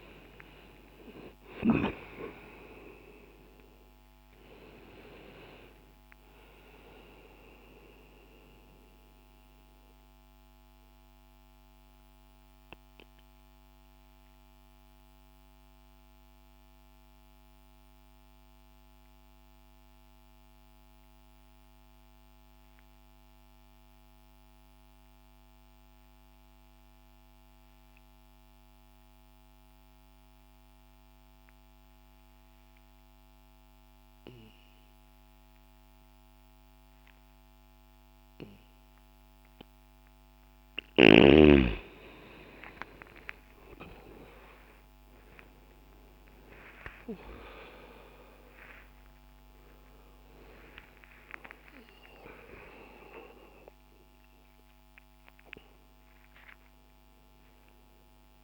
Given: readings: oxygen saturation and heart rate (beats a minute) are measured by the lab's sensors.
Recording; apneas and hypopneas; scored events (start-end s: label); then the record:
breathing in sleep by a microphone on the trachea; 1
0.00-2.50 s: arousal
8.50-39.00 s: obstructive apnea (oxygen 97% before, 81% lowest, heart rate 63 before, 60 extreme, up 29 after)
25.00-32.00 s: oxygen desaturation (device-marked, oxygen 93% before, 89% lowest, heart rate 62 before, 60 extreme)
42.00-47.50 s: arousal
46.00-58.44 s: new sleep stage, N1 (lightest sleep)
52.00-58.44 s: oxygen desaturation (device-marked, oxygen 96% before, 81% lowest, heart rate 75 before, 60 extreme)
From the record:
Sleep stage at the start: N2 (light sleep); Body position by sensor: on the left side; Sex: male